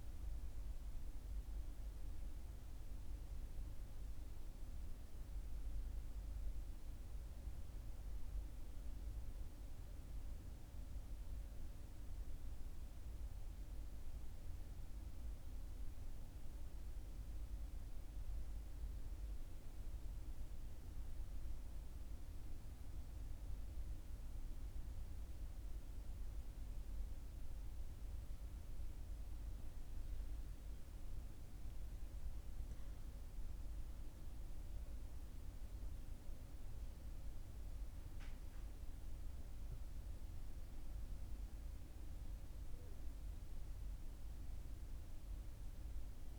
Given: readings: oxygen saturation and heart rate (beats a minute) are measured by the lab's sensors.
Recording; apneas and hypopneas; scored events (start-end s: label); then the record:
breathing in sleep, hard to hear, by a room microphone; none
none scored
From the record:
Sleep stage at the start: N1 (lightest sleep); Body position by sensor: on the back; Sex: male